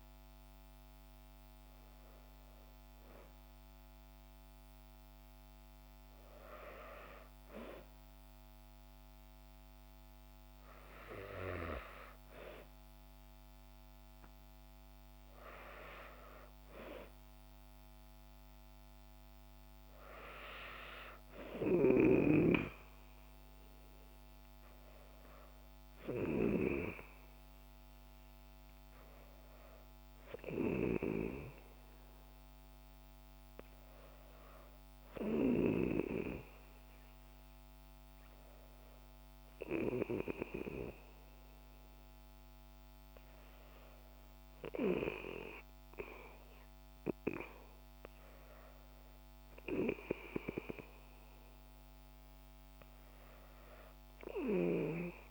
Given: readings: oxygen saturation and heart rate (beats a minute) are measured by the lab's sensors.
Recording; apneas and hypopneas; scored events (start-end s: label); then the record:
breathing in sleep by a microphone on the trachea; none
24.50-29.00 s: arousal
From the record:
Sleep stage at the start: N2 (light sleep); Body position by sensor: on the back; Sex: female